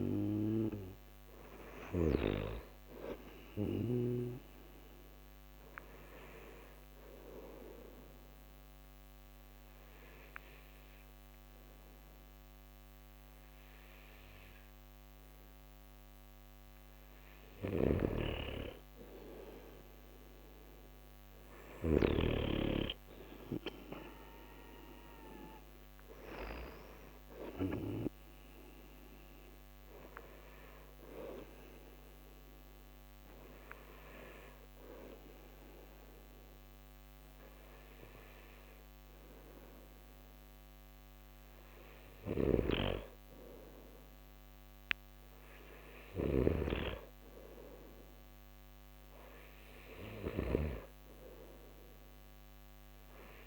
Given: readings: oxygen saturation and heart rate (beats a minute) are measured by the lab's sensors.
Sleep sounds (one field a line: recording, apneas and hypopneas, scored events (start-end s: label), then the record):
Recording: breathing in sleep by a microphone on the trachea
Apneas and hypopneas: 2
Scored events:
0.00-2.00 s: snoring (device-marked)
6.50-17.00 s: obstructive apnea (oxygen 94% before, 91% lowest)
17.50-22.00 s: snoring (device-marked)
19.00-23.00 s: arousal
30.00-43.50 s: hypopnea (oxygen 94% before, 91% lowest)
30.00-46.00 s: oxygen desaturation (device-marked, oxygen 94% before, 91% lowest)
42.00-53.47 s: snoring (device-marked)
46.00-50.50 s: arousal
From the record:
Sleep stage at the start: N2 (light sleep)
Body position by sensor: on the back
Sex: male